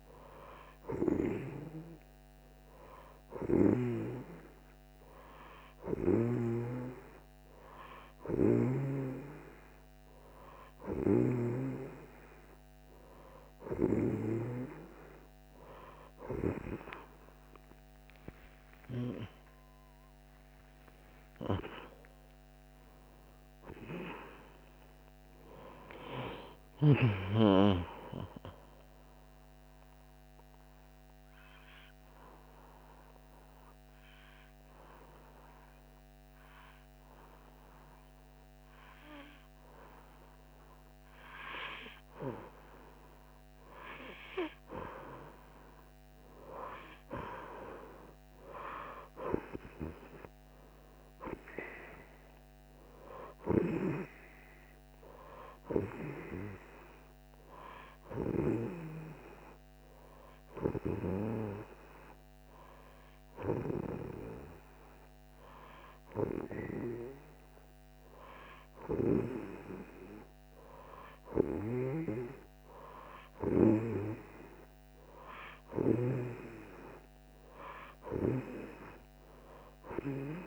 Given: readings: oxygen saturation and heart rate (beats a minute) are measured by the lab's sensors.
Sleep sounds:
breathing in sleep by a microphone on the trachea; 2
18.00-22.00 s: arousal
28.00-41.50 s: obstructive apnea (oxygen 90% before, 89% lowest)
44.50-48.00 s: arousal
56.50-67.50 s: oxygen desaturation (device-marked, oxygen 95% before, 90% lowest)
58.50-69.00 s: hypopnea (oxygen 95% before, 89% lowest)
71.50-75.50 s: arousal
78.50-80.47 s: oxygen desaturation (device-marked, oxygen 93% before, 89% lowest)
From the record:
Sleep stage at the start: N2 (light sleep); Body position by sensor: on the right side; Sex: female

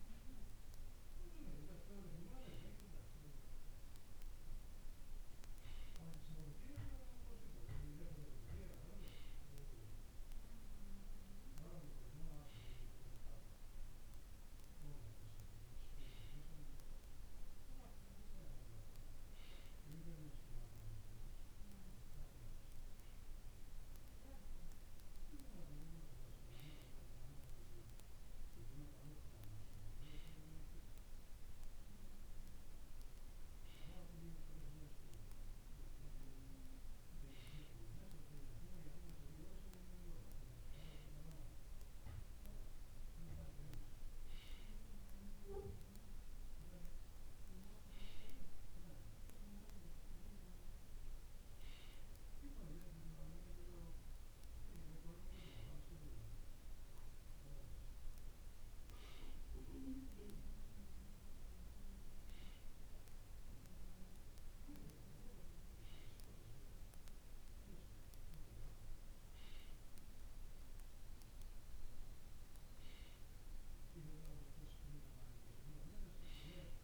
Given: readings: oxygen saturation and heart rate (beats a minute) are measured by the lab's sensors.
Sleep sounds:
breathing in sleep by a room microphone; none
none scored
From the record:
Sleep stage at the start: N2 (light sleep); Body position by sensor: on the right side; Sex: male

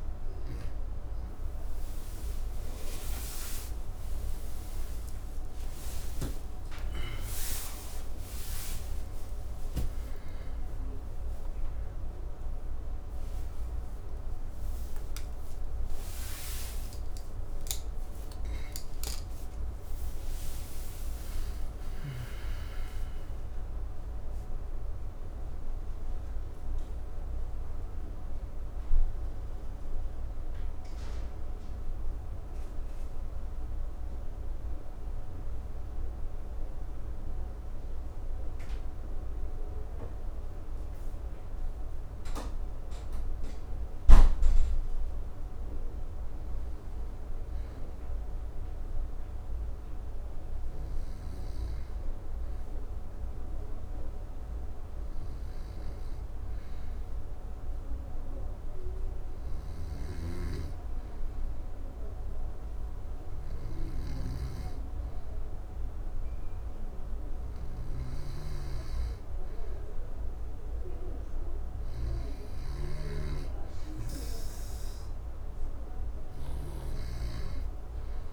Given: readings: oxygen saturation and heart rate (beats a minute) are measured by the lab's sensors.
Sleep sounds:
breathing in sleep, hard to hear, by a room microphone; 1
2.50-8.50 s: arousal
29.50-33.50 s: arousal
36.00-73.00 s: obstructive apnea (oxygen 98% before, 91% lowest, heart rate 98 before, 65 extreme, up 4 after)
59.50-78.33 s: snoring (device-marked)
75.50-78.33 s: arousal
From the record:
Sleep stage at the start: N2 (light sleep); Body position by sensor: on the back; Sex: male

